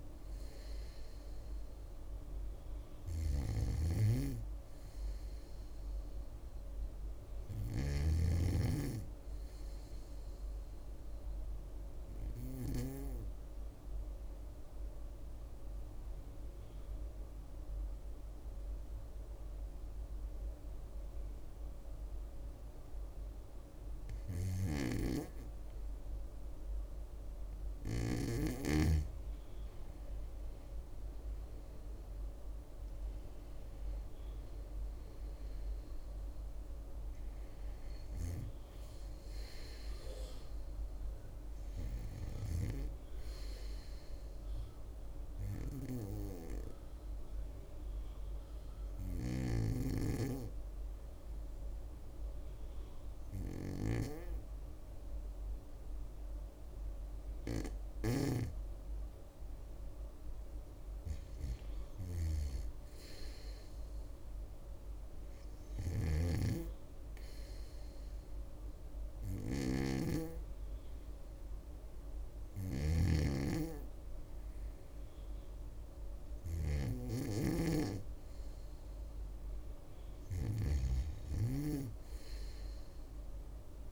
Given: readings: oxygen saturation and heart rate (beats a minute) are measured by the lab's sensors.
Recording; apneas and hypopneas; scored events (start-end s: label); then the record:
breathing in sleep by a room microphone; 2
7.00-11.00 s: oxygen desaturation (device-marked, oxygen 99% before, 96% lowest, heart rate 66 before, 67 extreme)
15.00-28.50 s: obstructive apnea (oxygen 100% before, 96% lowest, heart rate 65 before, 65 extreme, up 7 after)
31.00-34.50 s: arousal
44.50-60.00 s: hypopnea (oxygen 100% before, 95% lowest, heart rate 70 before, 65 extreme, up 2 after)
62.50-65.50 s: arousal
65.50-77.50 s: snoring (device-marked)
From the record:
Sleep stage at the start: REM sleep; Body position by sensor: on the back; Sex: female